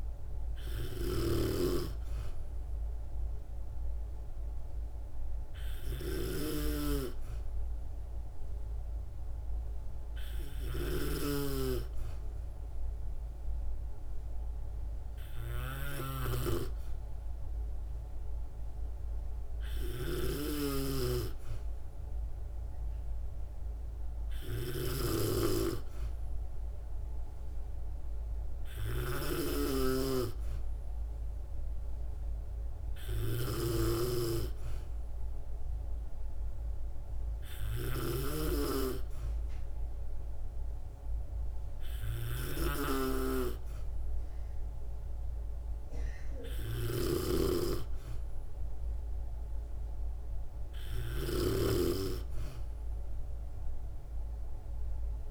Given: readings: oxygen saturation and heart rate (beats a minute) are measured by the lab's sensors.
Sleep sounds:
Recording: breathing in sleep by a room microphone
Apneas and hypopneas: none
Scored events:
0.00-55.31 s: snoring (device-marked)
From the record:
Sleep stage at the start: N2 (light sleep)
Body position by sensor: on the back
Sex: female

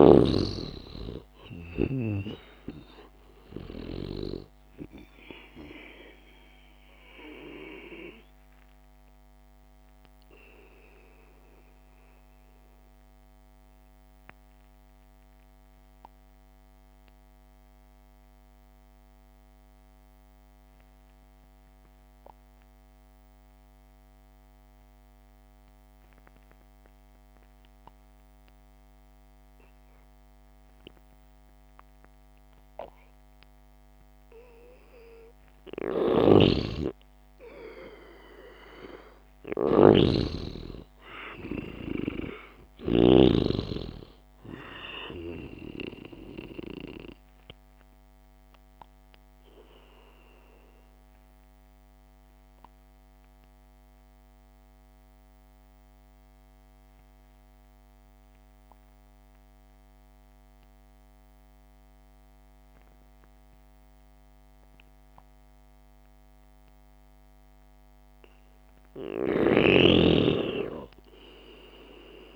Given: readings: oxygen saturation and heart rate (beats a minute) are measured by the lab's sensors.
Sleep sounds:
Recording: breathing in sleep by a microphone on the trachea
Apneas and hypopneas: 2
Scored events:
12.50-35.00 s: obstructive apnea (oxygen 98% before, 92% lowest, heart rate 57 before, 53 extreme)
20.00-29.00 s: oxygen desaturation (device-marked, oxygen 95% before, 92% lowest, heart rate 57 before, 53 extreme)
36.00-43.50 s: snoring (device-marked)
37.50-42.00 s: arousal
50.50-67.50 s: obstructive apnea (oxygen 98% before, 93% lowest, heart rate 58 before, 52 extreme)
69.50-72.36 s: snoring (device-marked)
70.00-72.36 s: arousal
From the record:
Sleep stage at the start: N2 (light sleep)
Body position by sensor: on the back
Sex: male

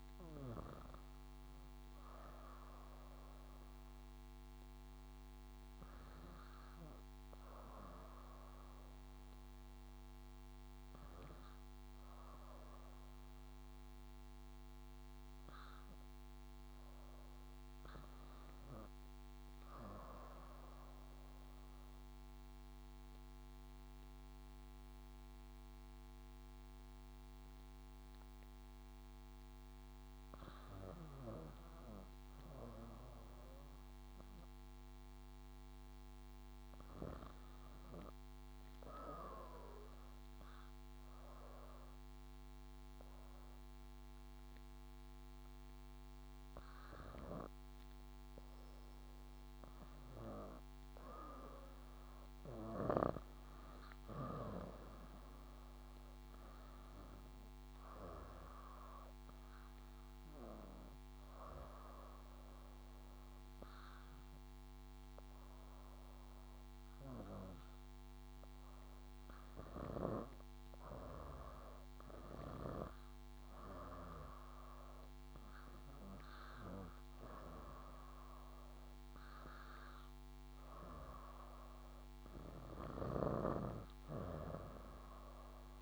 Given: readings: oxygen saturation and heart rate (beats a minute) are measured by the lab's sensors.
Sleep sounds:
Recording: breathing in sleep by a microphone on the trachea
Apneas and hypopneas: 2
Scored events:
20.50-37.00 s: mixed apnea (oxygen 99% before, 94% lowest, heart rate 65 before, 64 extreme, up 6 after)
40.50-44.00 s: arousal
49.00-61.00 s: oxygen desaturation (device-marked, oxygen 97% before, 94% lowest, heart rate 67 before, 65 extreme)
56.00-68.00 s: drop in pulse transit time (device-marked, heart rate 68 before, 67 extreme)
59.00-70.50 s: obstructive apnea (oxygen 98% before, 94% lowest, heart rate 69 before, 65 extreme, up 2 after)
72.50-75.00 s: arousal
From the record:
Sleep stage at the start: REM sleep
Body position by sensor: on the back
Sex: female

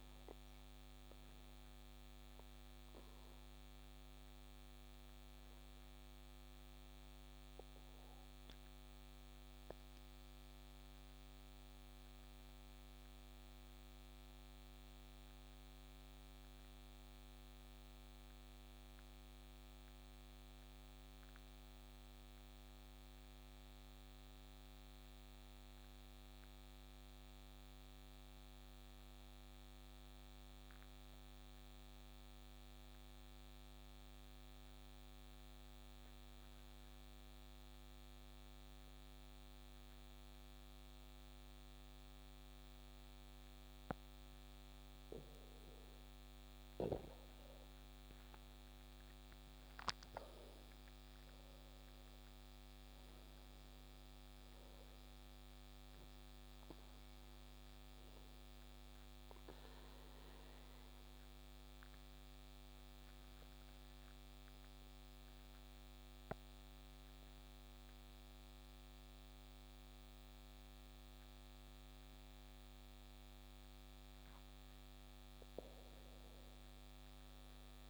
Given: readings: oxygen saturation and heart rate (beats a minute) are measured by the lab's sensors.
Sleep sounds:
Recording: breathing in sleep, hard to hear, by a microphone on the trachea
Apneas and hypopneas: 2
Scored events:
5.50-45.50 s: obstructive apnea (oxygen 95% before, 91% lowest, heart rate 42 before, 34 extreme, up 13 after)
39.00-60.00 s: oxygen desaturation (device-marked, oxygen 97% before, 91% lowest, heart rate 44 before, 35 extreme)
48.00-53.00 s: arousal
59.00-73.00 s: obstructive apnea (oxygen 97% before, 90% lowest, heart rate 42 before, 28 extreme, up 8 after)
74.50-77.90 s: arousal
From the record:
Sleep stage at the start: N2 (light sleep)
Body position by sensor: on the back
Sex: male

